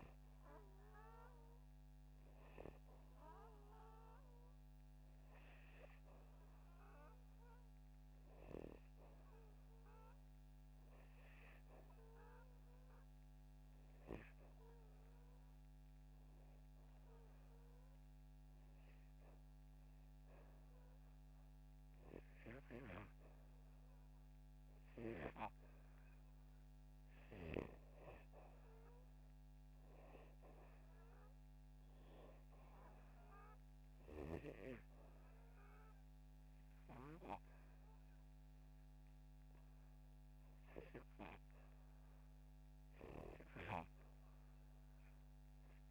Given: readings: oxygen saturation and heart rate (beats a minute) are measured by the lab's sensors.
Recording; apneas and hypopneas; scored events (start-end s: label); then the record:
breathing in sleep by a microphone on the trachea; none
44.00-45.91 s: oxygen desaturation (device-marked, oxygen 97% before, 93% lowest, heart rate 78 before, 77 extreme)
From the record:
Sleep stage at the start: REM sleep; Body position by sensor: upright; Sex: male